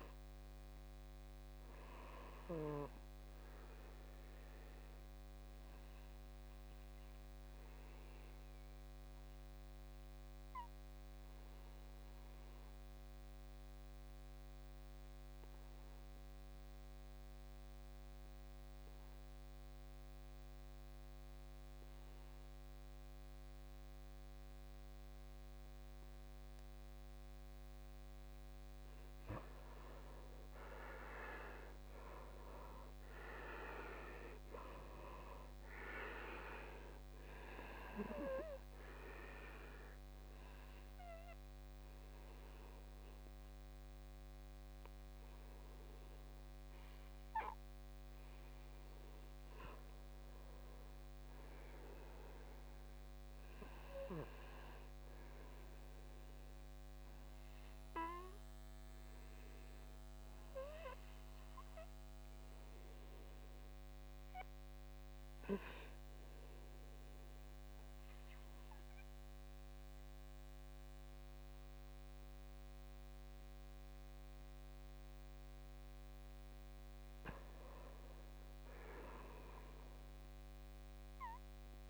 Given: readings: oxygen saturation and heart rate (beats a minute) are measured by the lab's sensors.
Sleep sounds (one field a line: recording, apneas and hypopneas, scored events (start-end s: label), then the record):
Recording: breathing in sleep by a microphone on the trachea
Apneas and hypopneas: 3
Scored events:
0.00-6.00 s: oxygen desaturation (device-marked, oxygen 74% lowest, heart rate 53 extreme)
7.00-28.00 s: obstructive apnea (oxygen 96% before, 78% lowest, heart rate 60 before, 52 extreme, up 12 after)
17.00-23.00 s: oxygen desaturation (device-marked, oxygen 99% before, 94% lowest, heart rate 54 before, 55 extreme)
30.00-33.50 s: arousal
32.00-56.00 s: oxygen desaturation (device-marked, oxygen 95% before, 78% lowest, heart rate 58 before, 52 extreme)
37.50-48.50 s: obstructive apnea (oxygen 99% before, 78% lowest, heart rate 62 before, 52 extreme, up 7 after)
51.00-54.50 s: arousal
58.50-75.50 s: obstructive apnea (oxygen 98% before, 85% lowest, heart rate 59 before, 53 extreme, up 11 after)
77.50-80.00 s: arousal
80.00-81.90 s: oxygen desaturation (device-marked, oxygen 97% before, 86% lowest, heart rate 55 before, 52 extreme)
From the record:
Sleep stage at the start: N2 (light sleep)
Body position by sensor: on the back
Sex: male